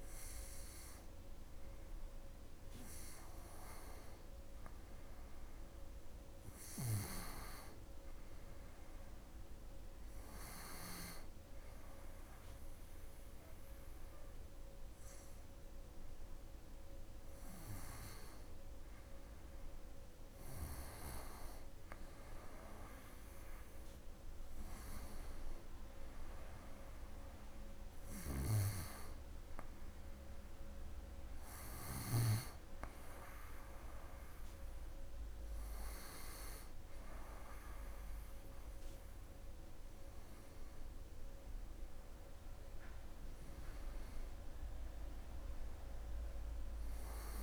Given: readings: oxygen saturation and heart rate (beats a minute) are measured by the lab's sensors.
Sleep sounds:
breathing in sleep by a room microphone; none
none scored
From the record:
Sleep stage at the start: N2 (light sleep); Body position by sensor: on the right side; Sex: female

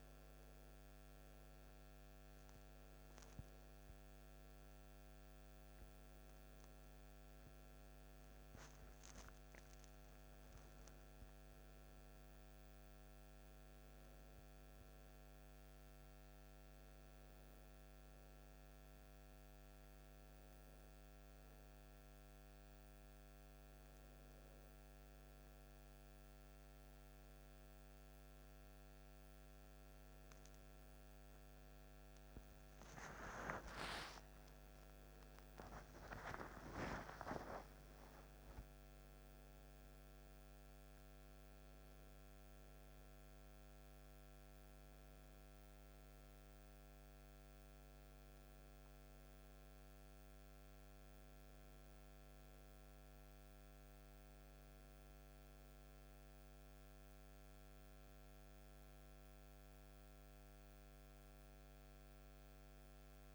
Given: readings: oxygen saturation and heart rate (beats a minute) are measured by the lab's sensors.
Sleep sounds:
breathing in sleep by a microphone on the trachea; none
30.00-60.00 s: new sleep stage, N1 (lightest sleep)
60.00-63.35 s: new sleep stage, N2 (light sleep)
From the record:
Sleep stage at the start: N2 (light sleep); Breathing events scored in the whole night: 71 in 5.8 hours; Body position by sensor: on the back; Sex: male

